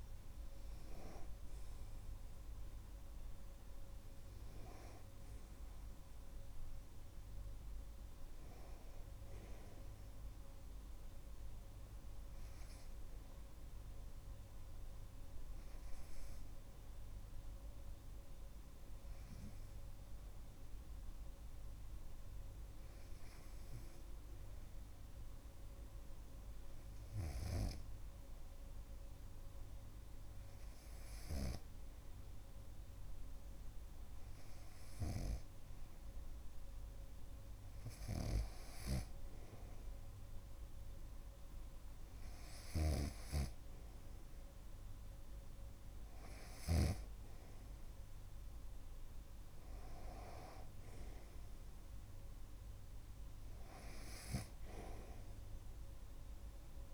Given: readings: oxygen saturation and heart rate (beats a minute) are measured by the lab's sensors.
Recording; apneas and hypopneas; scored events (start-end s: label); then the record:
breathing in sleep by a room microphone; 1
15.00-34.50 s: hypopnea (oxygen 98% before, 95% lowest)
39.00-43.50 s: arousal
43.00-47.50 s: snoring (device-marked)
From the record:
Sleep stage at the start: N2 (light sleep); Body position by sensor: on the right side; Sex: male